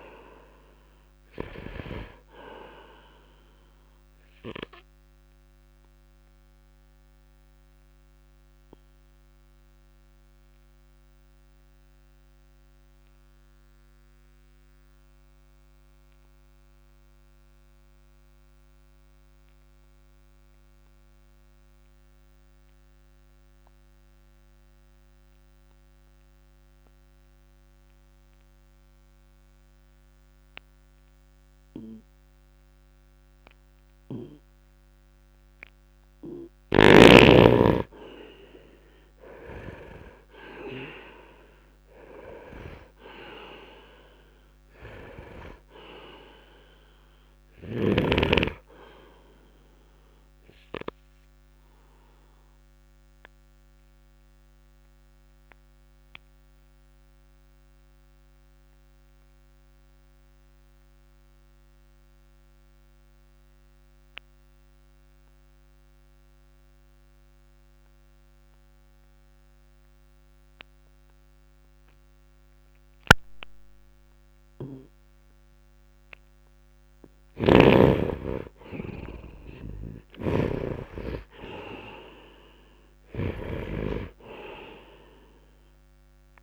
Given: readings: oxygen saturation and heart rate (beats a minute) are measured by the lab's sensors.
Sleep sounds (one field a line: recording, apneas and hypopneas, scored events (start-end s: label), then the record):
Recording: breathing in sleep by a microphone on the trachea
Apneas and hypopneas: 2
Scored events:
0.00-24.00 s: oxygen desaturation (device-marked, oxygen 78% lowest, heart rate 53 extreme)
5.00-35.50 s: obstructive apnea (oxygen 99% before, 78% lowest, heart rate 58 before, 57 extreme, up 0 after)
37.00-41.00 s: arousal
37.00-71.00 s: oxygen desaturation (device-marked, oxygen 99% before, 80% lowest, heart rate 64 before, 59 extreme)
50.00-77.00 s: obstructive apnea (oxygen 99% before, 80% lowest, heart rate 60 before, 59 extreme, up 1 after)
77.00-83.50 s: snoring (device-marked)
78.50-83.50 s: arousal
83.00-86.43 s: oxygen desaturation (device-marked, oxygen 98% before, 80% lowest, heart rate 63 before, 48 extreme)
From the record:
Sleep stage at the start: N2 (light sleep)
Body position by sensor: on the right side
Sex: male